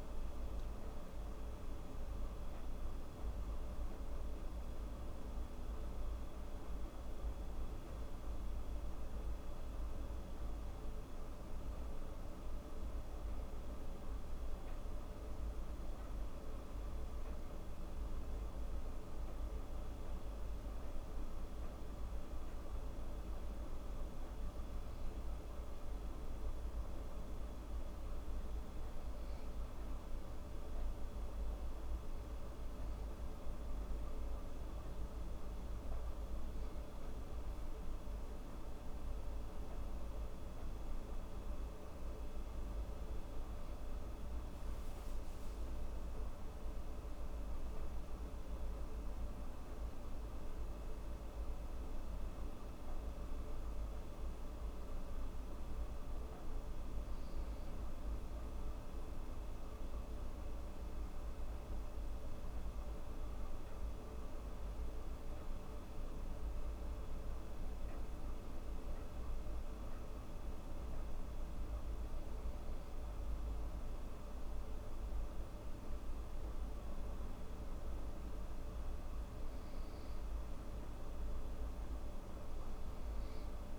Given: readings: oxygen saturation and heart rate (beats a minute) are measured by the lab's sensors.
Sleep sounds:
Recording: breathing in sleep, hard to hear, by a room microphone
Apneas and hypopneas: none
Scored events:
none scored
From the record:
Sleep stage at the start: N2 (light sleep)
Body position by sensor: on the right side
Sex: female

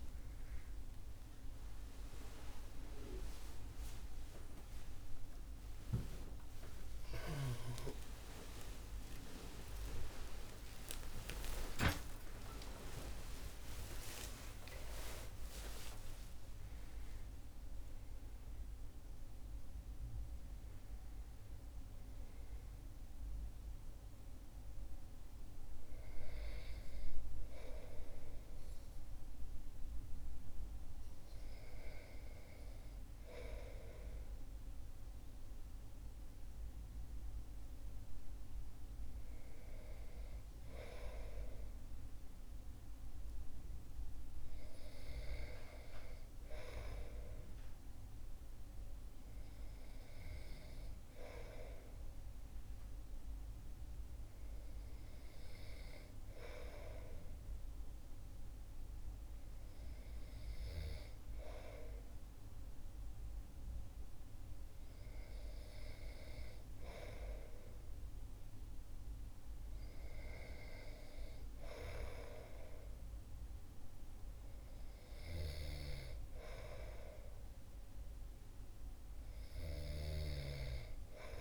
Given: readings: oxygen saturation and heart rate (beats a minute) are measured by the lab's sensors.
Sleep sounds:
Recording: a person partly awake in a sleep study, by a room microphone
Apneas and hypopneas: none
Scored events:
0.00-3.50 s: oxygen desaturation (device-marked, oxygen 94% lowest, heart rate 58 extreme)
24.50-81.41 s: new sleep stage, N1 (lightest sleep)
From the record:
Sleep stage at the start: awake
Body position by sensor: on the back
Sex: male

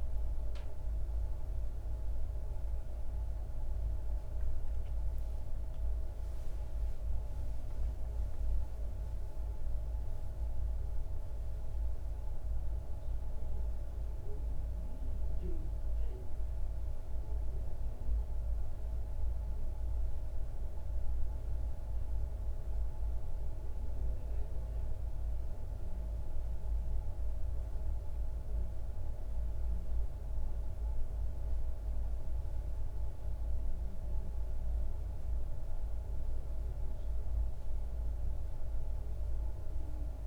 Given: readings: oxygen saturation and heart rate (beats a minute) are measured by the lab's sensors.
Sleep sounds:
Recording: breathing in sleep, hard to hear, by a room microphone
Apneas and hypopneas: none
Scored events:
5.50-10.50 s: arousal
From the record:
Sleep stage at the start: N1 (lightest sleep)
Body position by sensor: on the back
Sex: male

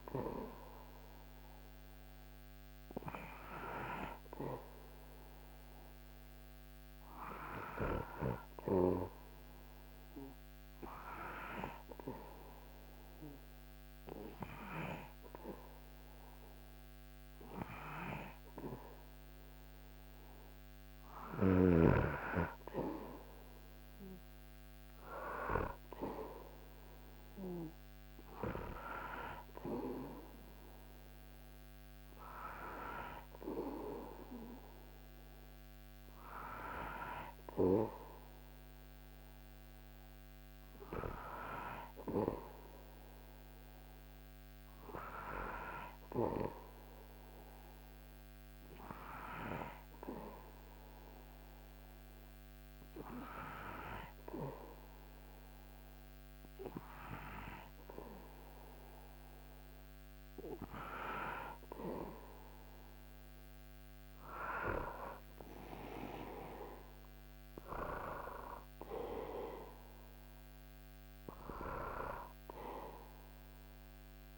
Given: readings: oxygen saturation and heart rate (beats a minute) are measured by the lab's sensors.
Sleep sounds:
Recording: breathing in sleep by a microphone on the trachea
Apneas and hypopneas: none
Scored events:
59.00-74.38 s: new sleep stage, N2 (light sleep)
63.00-68.00 s: arousal
From the record:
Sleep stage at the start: REM sleep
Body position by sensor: on the back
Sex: male

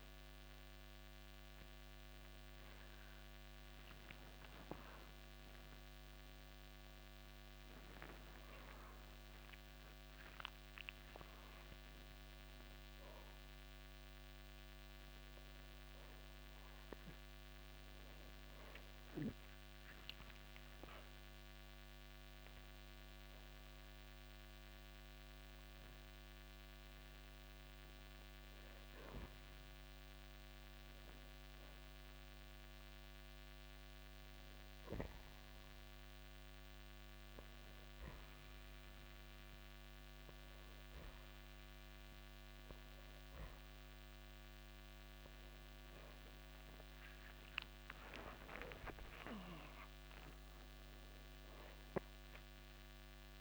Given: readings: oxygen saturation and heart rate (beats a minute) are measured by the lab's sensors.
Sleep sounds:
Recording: a person partly awake in a sleep study, by a microphone on the trachea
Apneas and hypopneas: 1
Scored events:
21.50-53.41 s: new sleep stage, N2 (light sleep)
37.50-48.00 s: hypopnea (oxygen 95% before, 92% lowest, heart rate 77 before, 36 extreme, up 24 after)
50.00-53.41 s: arousal
From the record:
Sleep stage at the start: awake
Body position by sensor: on the back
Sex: male

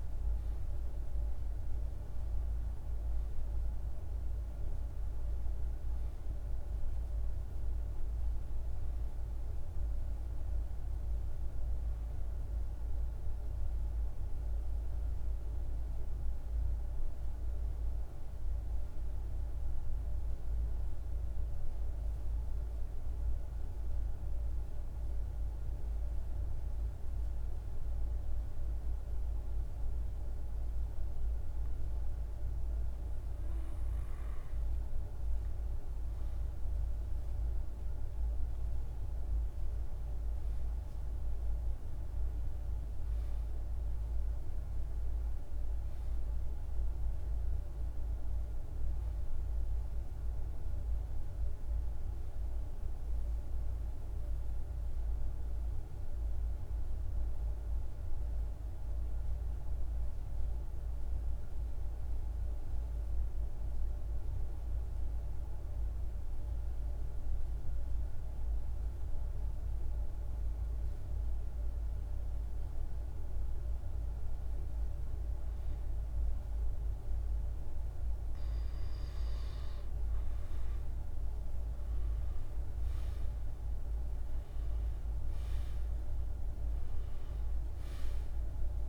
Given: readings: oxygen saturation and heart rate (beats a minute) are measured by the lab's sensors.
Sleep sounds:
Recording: breathing in sleep, hard to hear, by a room microphone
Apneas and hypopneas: 2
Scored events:
10.00-16.00 s: oxygen desaturation (device-marked, oxygen 97% before, 93% lowest, heart rate 58 before, 52 extreme)
12.00-34.00 s: hypopnea (oxygen 98% before, 91% lowest, heart rate 59 before, 52 extreme, up 4 after)
31.00-60.00 s: oxygen desaturation (device-marked, oxygen 96% before, 92% lowest, heart rate 53 before, 50 extreme)
34.50-40.50 s: arousal
58.00-76.50 s: mixed apnea (oxygen 96% before, 90% lowest, heart rate 55 before, 50 extreme, up 5 after)
64.00-88.89 s: new sleep stage, N2 (light sleep)
77.00-88.89 s: oxygen desaturation (device-marked, oxygen 97% before, 91% lowest, heart rate 51 before, 51 extreme)
79.00-82.50 s: arousal
From the record:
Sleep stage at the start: N1 (lightest sleep)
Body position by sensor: on the right side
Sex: male

